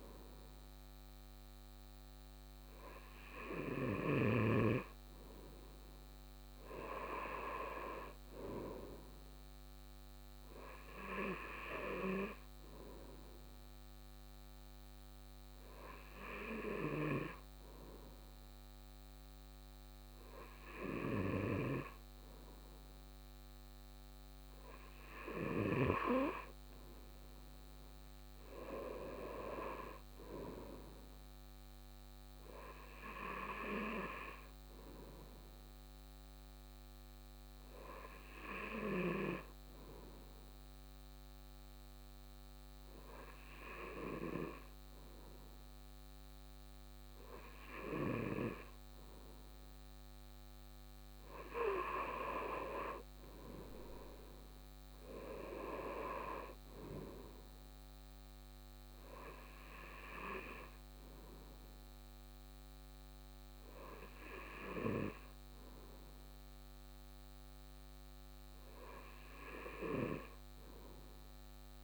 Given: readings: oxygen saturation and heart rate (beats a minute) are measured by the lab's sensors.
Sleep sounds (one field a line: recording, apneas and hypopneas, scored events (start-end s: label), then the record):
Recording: breathing in sleep by a microphone on the trachea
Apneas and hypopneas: none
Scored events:
none scored
From the record:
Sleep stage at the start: N2 (light sleep)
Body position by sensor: on the right side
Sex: male